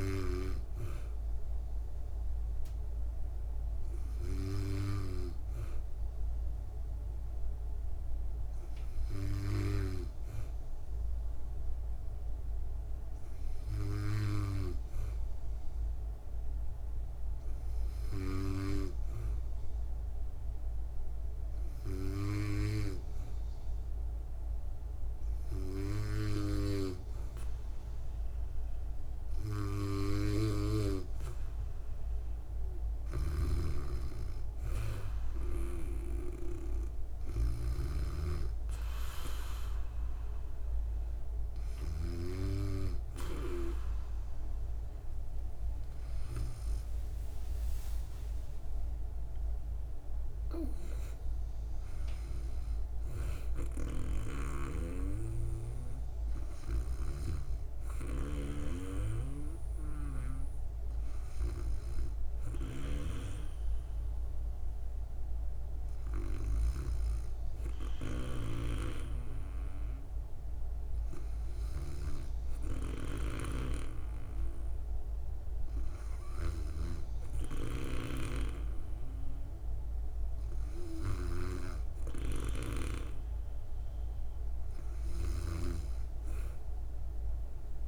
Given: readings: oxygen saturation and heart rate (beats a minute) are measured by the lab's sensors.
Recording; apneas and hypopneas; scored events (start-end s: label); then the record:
breathing in sleep by a room microphone; 1
0.00-11.50 s: oxygen desaturation (device-marked, oxygen 92% lowest, heart rate 63 extreme)
5.00-32.00 s: hypopnea (oxygen 95% before, 92% lowest, heart rate 67 before, 63 extreme, up 3 after)
45.50-50.50 s: arousal
54.50-73.50 s: snoring (device-marked)
From the record:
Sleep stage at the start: N2 (light sleep); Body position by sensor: on the back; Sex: female